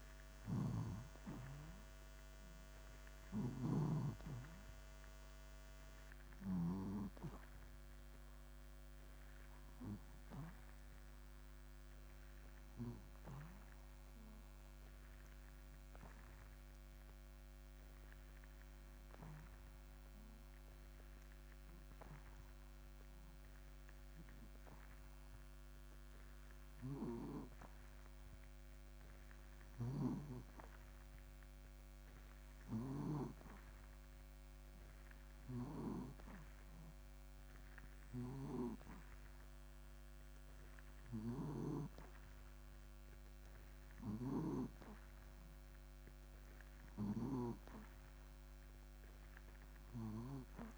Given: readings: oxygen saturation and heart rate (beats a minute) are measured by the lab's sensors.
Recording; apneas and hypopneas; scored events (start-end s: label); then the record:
breathing in sleep by a microphone on the trachea; 1
1.00-4.50 s: snoring (device-marked)
4.50-37.50 s: oxygen desaturation (device-marked, oxygen 95% before, 87% lowest, heart rate 62 before, 60 extreme)
9.50-13.00 s: arousal
17.00-30.50 s: hypopnea (oxygen 96% before, 87% lowest, heart rate 62 before, 61 extreme, up 2 after)
33.00-36.00 s: arousal
From the record:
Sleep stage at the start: N2 (light sleep); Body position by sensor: on the back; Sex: male